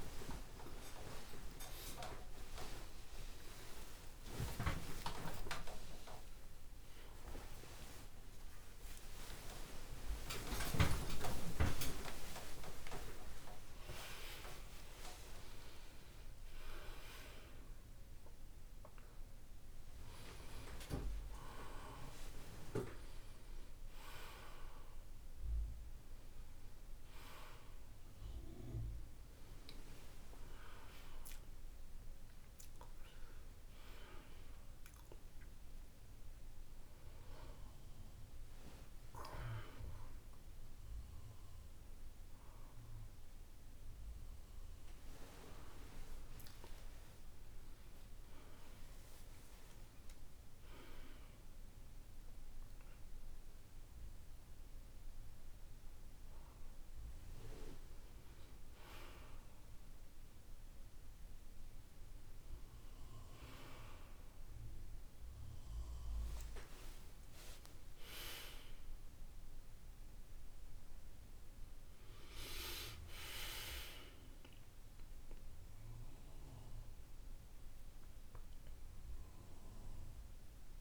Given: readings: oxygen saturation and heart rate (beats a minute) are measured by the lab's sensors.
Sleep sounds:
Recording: a person awake in a sleep study, by a room microphone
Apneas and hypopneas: none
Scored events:
0.00-15.00 s: oxygen desaturation (device-marked, oxygen 88% lowest, heart rate 55 extreme)
65.00-80.81 s: new sleep stage, N1 (lightest sleep)
From the record:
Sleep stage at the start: awake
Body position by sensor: on the back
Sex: male

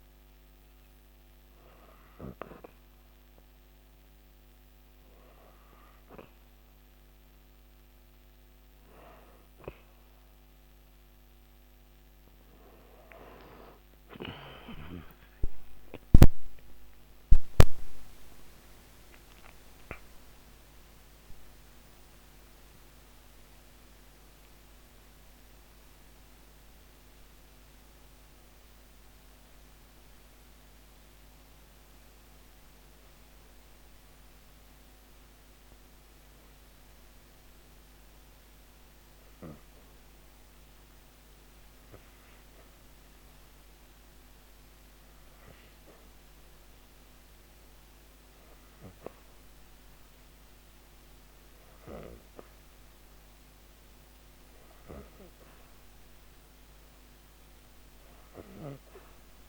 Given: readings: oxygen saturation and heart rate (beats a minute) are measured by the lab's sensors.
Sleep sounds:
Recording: breathing in sleep by a microphone on the trachea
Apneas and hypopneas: 1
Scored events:
15.00-20.00 s: arousal
27.50-42.50 s: hypopnea (oxygen 97% before, 94% lowest, heart rate 150 before, 98 extreme, up 21 after)
44.50-48.50 s: arousal
From the record:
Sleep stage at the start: N2 (light sleep)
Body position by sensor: on the back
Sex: female

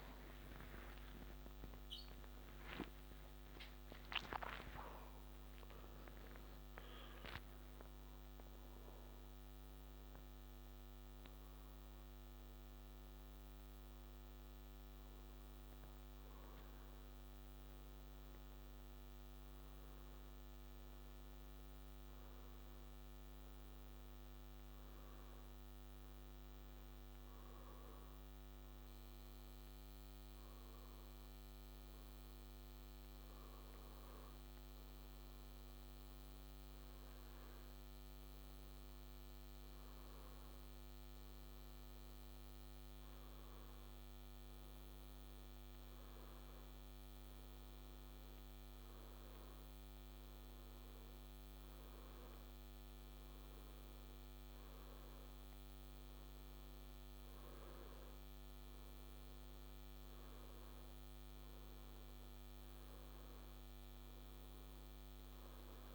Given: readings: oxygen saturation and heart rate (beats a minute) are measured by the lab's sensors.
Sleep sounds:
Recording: a person partly awake in a sleep study, hard to hear, by a microphone on the trachea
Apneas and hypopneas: none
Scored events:
22.50-65.95 s: new sleep stage, N1 (lightest sleep)
From the record:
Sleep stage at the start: awake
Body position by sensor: on the back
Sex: male

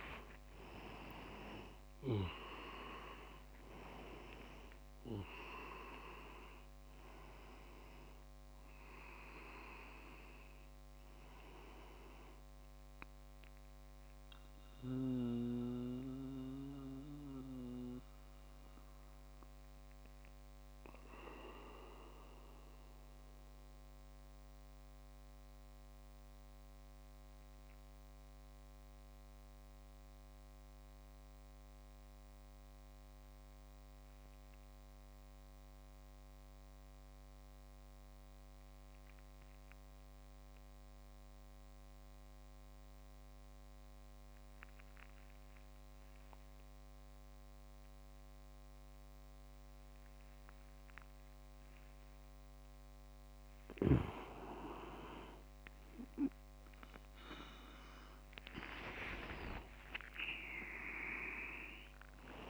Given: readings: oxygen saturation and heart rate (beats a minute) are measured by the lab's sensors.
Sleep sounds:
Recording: breathing in sleep by a microphone on the trachea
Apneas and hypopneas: 1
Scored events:
0.00-3.00 s: arousal
0.00-6.50 s: leg movement (device-marked)
0.00-14.50 s: oxygen desaturation (device-marked, oxygen 93% lowest)
15.00-53.50 s: mixed apnea (oxygen 98% before, 93% lowest)
54.50-62.50 s: oxygen desaturation (device-marked, oxygen 99% before, 95% lowest)
55.50-62.50 s: tachycardia (device-marked)
57.50-62.00 s: arousal
From the record:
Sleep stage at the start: N2 (light sleep)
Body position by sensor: on the back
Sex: male

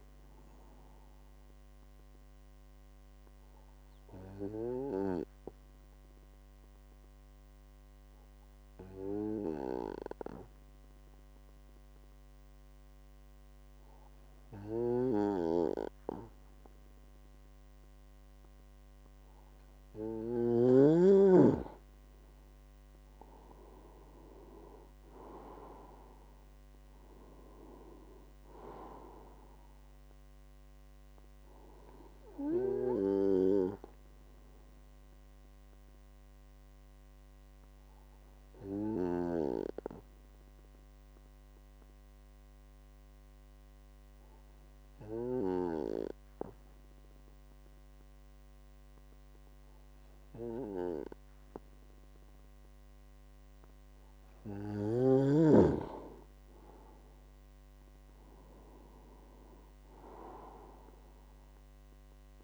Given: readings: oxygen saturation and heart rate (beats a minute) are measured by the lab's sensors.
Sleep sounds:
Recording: breathing in sleep by a microphone on the trachea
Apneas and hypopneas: 2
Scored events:
0.50-20.00 s: obstructive apnea (oxygen 97% before, 93% lowest, heart rate 54 before, 49 extreme, up 9 after)
22.50-25.00 s: arousal
25.00-45.00 s: oxygen desaturation (device-marked, oxygen 98% before, 93% lowest, heart rate 52 before, 49 extreme)
33.00-54.00 s: obstructive apnea (oxygen 98% before, 93% lowest, heart rate 55 before, 48 extreme, up 8 after)
56.50-59.00 s: arousal
58.00-62.44 s: oxygen desaturation (device-marked, oxygen 98% before, 93% lowest, heart rate 51 before, 48 extreme)
From the record:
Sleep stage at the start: N2 (light sleep)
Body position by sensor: on the right side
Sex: male

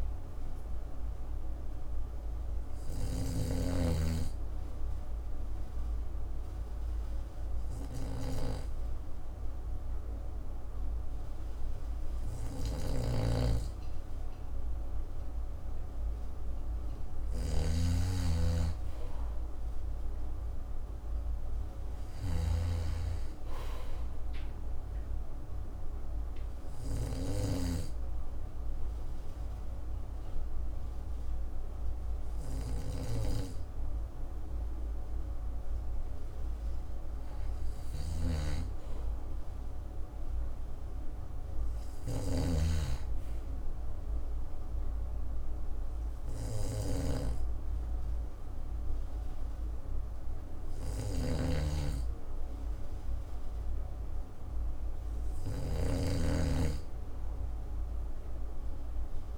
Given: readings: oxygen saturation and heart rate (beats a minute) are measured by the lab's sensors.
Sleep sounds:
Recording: breathing in sleep by a room microphone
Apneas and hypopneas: 2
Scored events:
0.00-28.00 s: snoring (device-marked)
6.00-19.00 s: obstructive apnea (oxygen 97% before, 89% lowest, heart rate 65 before, 62 extreme, up 5 after)
21.00-23.50 s: arousal
25.00-36.50 s: obstructive apnea (oxygen 95% before, 89% lowest, heart rate 65 before, 60 extreme, up 5 after)
25.50-43.50 s: oxygen desaturation (device-marked, oxygen 93% before, 89% lowest, heart rate 65 before, 60 extreme)
38.00-59.38 s: snoring (device-marked)
39.50-43.50 s: arousal
From the record:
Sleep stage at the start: N2 (light sleep)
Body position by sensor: on the back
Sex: male

